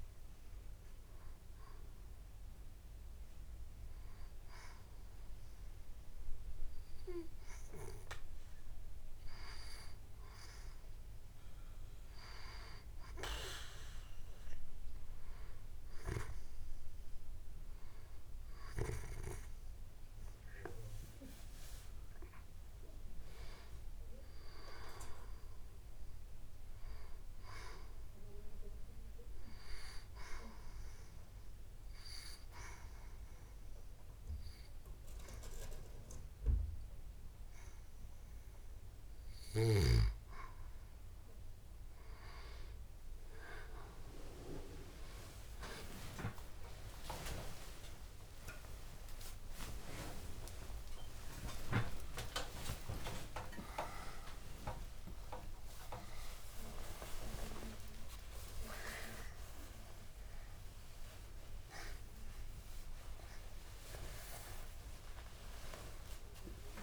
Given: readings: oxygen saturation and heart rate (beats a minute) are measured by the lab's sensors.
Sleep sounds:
a person partly awake in a sleep study, by a room microphone; 2
1.00-13.00 s: hypopnea (oxygen 95% before, 87% lowest, heart rate 76 before, 71 extreme, up 6 after)
18.00-22.50 s: arousal
22.50-33.50 s: oxygen desaturation (device-marked, oxygen 95% before, 91% lowest, heart rate 73 before, 73 extreme)
31.00-41.00 s: obstructive apnea (oxygen 95% before, 87% lowest, heart rate 76 before, 73 extreme)
36.50-66.83 s: new sleep stage, awake
47.00-49.00 s: long interval between heartbeats (device-marked, heart rate 75 before, 101 extreme)
49.50-62.50 s: oxygen desaturation (device-marked, oxygen 93% before, 87% lowest, heart rate 81 before, 80 extreme)
50.50-52.50 s: long interval between heartbeats (device-marked, heart rate 84 before, 150 extreme)
54.00-56.00 s: long interval between heartbeats (device-marked, heart rate 98 before, 183 extreme)
56.00-58.00 s: long interval between heartbeats (device-marked, heart rate 110 before, 184 extreme)
58.00-60.00 s: long interval between heartbeats (device-marked, heart rate 121 before, 186 extreme)
60.50-62.50 s: long interval between heartbeats (device-marked, heart rate 138 before, 167 extreme)
62.50-64.50 s: long interval between heartbeats (device-marked, heart rate 148 before, 168 extreme)
65.50-66.83 s: long interval between heartbeats (device-marked, heart rate 160 before, 126 extreme)
From the record:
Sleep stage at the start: N2 (light sleep); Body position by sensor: on the back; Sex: female

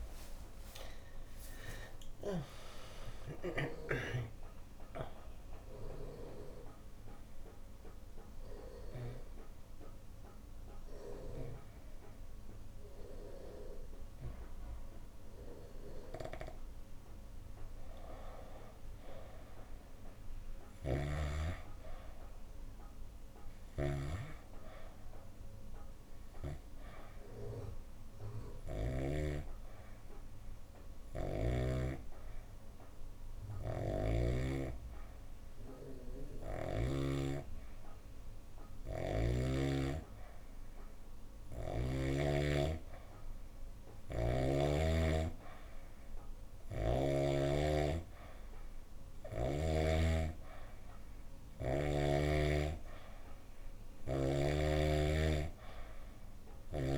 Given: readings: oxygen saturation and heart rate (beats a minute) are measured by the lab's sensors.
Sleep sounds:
breathing in sleep by a room microphone; 2
0.00-3.50 s: arousal
5.50-17.00 s: obstructive apnea (oxygen 93% before, 91% lowest, heart rate 79 before, 65 extreme, up 5 after)
18.50-22.50 s: arousal
20.50-29.00 s: snoring (device-marked)
27.00-34.00 s: oxygen desaturation (device-marked, oxygen 98% before, 95% lowest, heart rate 71 before, 68 extreme)
29.50-41.50 s: hypopnea (oxygen 98% before, 92% lowest, heart rate 70 before, 68 extreme, up 1 after)
33.50-37.00 s: snoring (device-marked)
44.00-47.00 s: arousal
46.00-56.98 s: oxygen desaturation (device-marked, oxygen 97% before, 92% lowest, heart rate 70 before, 72 extreme)
From the record:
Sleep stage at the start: N2 (light sleep); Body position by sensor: on the back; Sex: female

